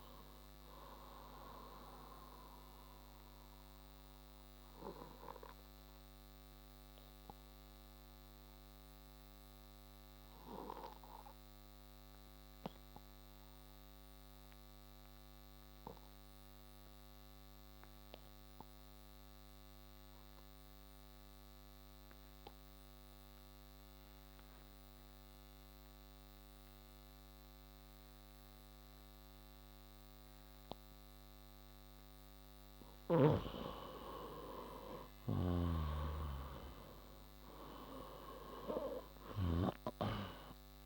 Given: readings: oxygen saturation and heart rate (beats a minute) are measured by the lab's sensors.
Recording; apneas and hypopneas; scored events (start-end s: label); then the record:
breathing in sleep by a microphone on the trachea; 1
0.00-13.50 s: oxygen desaturation (device-marked, oxygen 89% lowest, heart rate 58 extreme)
1.50-32.50 s: obstructive apnea (oxygen 96% before, 89% lowest, heart rate 83 before, 58 extreme, up 57 after)
33.50-40.85 s: oxygen desaturation (device-marked, oxygen 97% before, 89% lowest, heart rate 61 before, 58 extreme)
35.50-39.50 s: arousal
35.50-40.00 s: snoring (device-marked)
From the record:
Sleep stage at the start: N2 (light sleep); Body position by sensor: on the left side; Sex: male